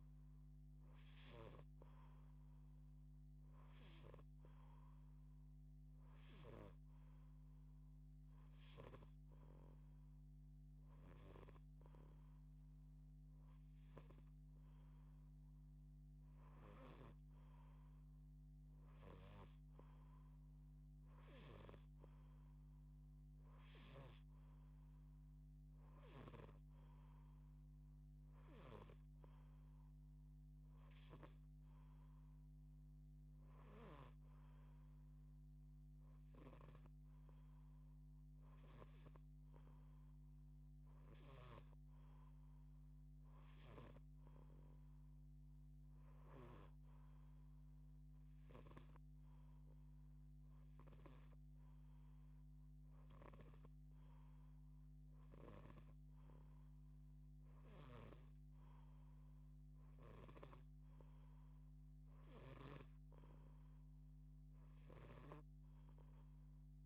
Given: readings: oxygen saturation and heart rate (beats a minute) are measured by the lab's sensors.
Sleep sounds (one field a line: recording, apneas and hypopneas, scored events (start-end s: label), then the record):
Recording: breathing in sleep by a microphone on the trachea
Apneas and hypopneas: 1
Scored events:
0.50-6.00 s: snoring (device-marked)
33.00-37.50 s: arousal
35.50-41.00 s: snoring (device-marked)
47.00-59.50 s: hypopnea (oxygen 91% before, 89% lowest)
52.50-57.50 s: snoring (device-marked)
61.50-65.00 s: arousal
From the record:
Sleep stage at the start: N2 (light sleep)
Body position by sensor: on the left side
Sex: female